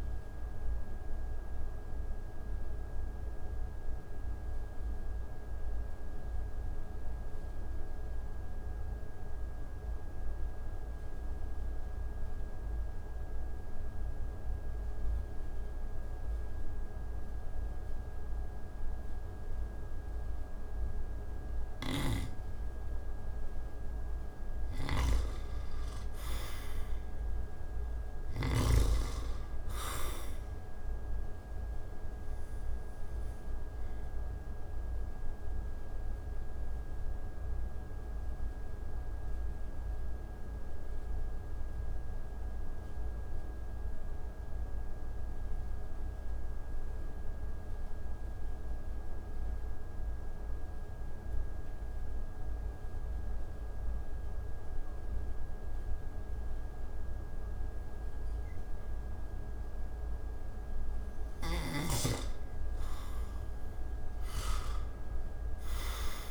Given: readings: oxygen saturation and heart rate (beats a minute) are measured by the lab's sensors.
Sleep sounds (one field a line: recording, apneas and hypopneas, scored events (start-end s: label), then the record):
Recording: breathing in sleep by a room microphone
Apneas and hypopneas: 2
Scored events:
0.00-17.00 s: oxygen desaturation (device-marked, oxygen 84% lowest)
1.00-22.00 s: mixed apnea (oxygen 96% before, 84% lowest)
24.00-28.00 s: snoring (device-marked)
25.50-29.00 s: arousal
31.00-53.00 s: oxygen desaturation (device-marked, oxygen 98% before, 85% lowest)
34.50-60.00 s: obstructive apnea (oxygen 98% before, 83% lowest)
61.00-66.31 s: snoring (device-marked)
63.00-66.31 s: arousal
From the record:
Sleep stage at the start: N2 (light sleep)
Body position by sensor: on the back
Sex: male